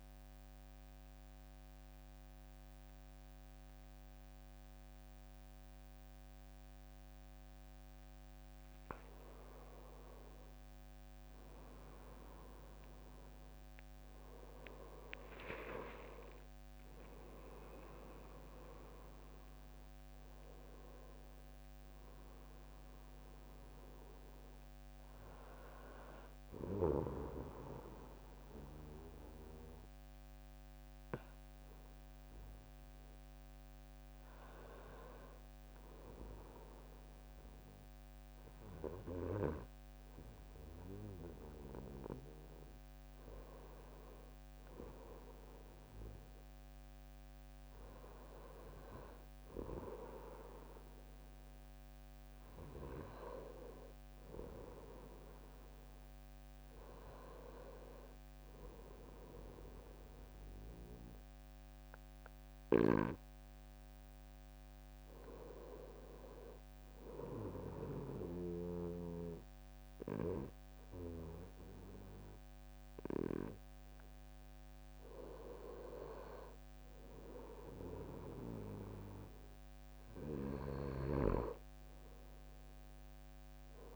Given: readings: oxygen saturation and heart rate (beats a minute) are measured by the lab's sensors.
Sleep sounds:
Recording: a person partly awake in a sleep study, by a microphone on the trachea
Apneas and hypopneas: 1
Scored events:
4.50-34.50 s: new sleep stage, N1 (lightest sleep)
12.50-32.50 s: oxygen desaturation (device-marked, oxygen 97% before, 91% lowest, heart rate 69 before, 66 extreme)
27.50-41.00 s: hypopnea (oxygen 97% before, 93% lowest, heart rate 70 before, 68 extreme, up 3 after)
34.50-83.96 s: new sleep stage, N2 (light sleep)
43.00-46.00 s: arousal
From the record:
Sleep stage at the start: awake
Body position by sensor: on the right side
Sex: male

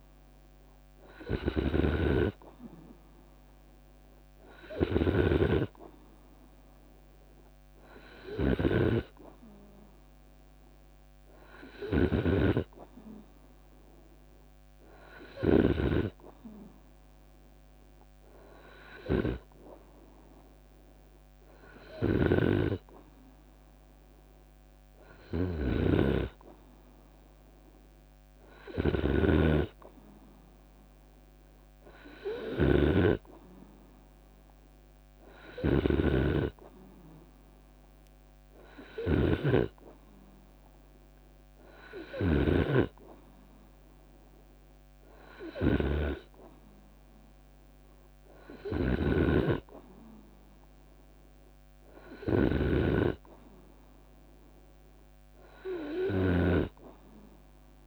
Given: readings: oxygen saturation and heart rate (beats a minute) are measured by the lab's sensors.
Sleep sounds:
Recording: breathing in sleep by a microphone on the trachea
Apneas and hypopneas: none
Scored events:
0.50-15.00 s: snoring (device-marked)
12.00-14.00 s: long interval between heartbeats (device-marked, heart rate 74 before, 69 extreme)
21.00-52.00 s: snoring (device-marked)
38.00-40.00 s: long interval between heartbeats (device-marked, heart rate 74 before, 69 extreme)
From the record:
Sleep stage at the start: N2 (light sleep)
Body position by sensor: on the right side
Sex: male

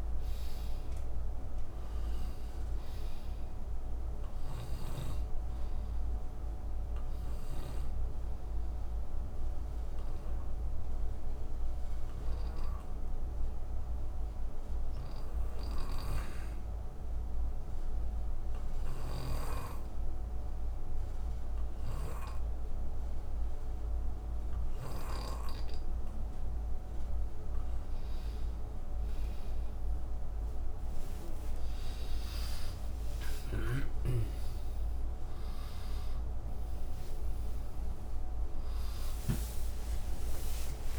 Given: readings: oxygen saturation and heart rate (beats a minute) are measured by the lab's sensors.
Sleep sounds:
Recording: breathing in sleep by a room microphone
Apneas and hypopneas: 1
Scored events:
0.00-14.00 s: oxygen desaturation (device-marked, oxygen 93% before, 89% lowest, heart rate 66 before, 65 extreme)
6.00-27.00 s: obstructive apnea (oxygen 93% before, 89% lowest, heart rate 67 before, 65 extreme, up 32 after)
28.50-32.50 s: arousal
30.00-40.99 s: oxygen desaturation (device-marked, oxygen 94% before, 89% lowest, heart rate 66 before, 63 extreme)
35.00-40.99 s: new sleep stage, N1 (lightest sleep)
From the record:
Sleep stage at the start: N2 (light sleep)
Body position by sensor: on the back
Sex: male

